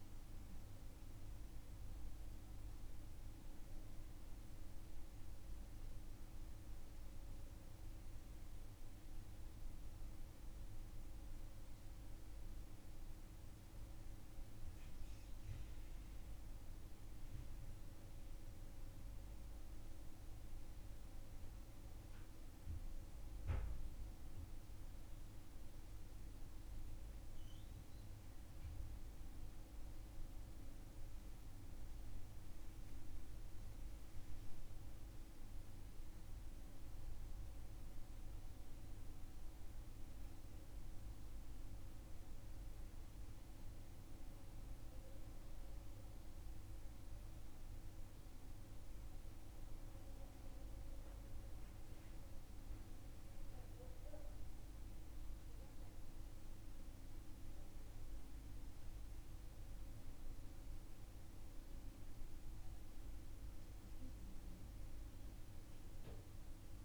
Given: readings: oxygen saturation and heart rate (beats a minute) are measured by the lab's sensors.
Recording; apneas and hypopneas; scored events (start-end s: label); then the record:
breathing in sleep, hard to hear, by a room microphone; none
none scored
From the record:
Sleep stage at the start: N1 (lightest sleep); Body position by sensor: on the back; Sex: male